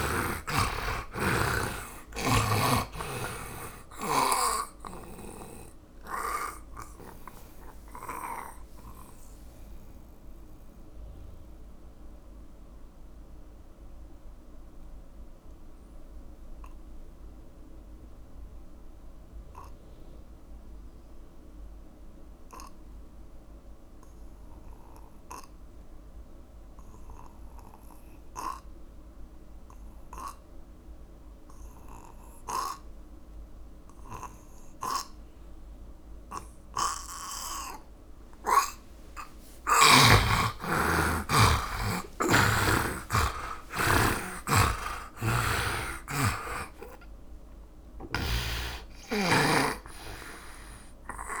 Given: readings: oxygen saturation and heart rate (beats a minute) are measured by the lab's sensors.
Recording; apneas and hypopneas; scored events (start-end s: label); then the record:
breathing in sleep by a room microphone; 1
0.00-2.00 s: arousal
0.00-3.00 s: snoring (device-marked)
0.00-24.00 s: oxygen desaturation (device-marked, oxygen 76% lowest)
7.00-38.00 s: mixed apnea (oxygen 100% before, 76% lowest)
33.00-51.40 s: oxygen desaturation (device-marked, oxygen 100% before, 76% lowest)
40.50-44.00 s: arousal
42.50-46.00 s: snoring (device-marked)
From the record:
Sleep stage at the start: N2 (light sleep); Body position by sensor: on the back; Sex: male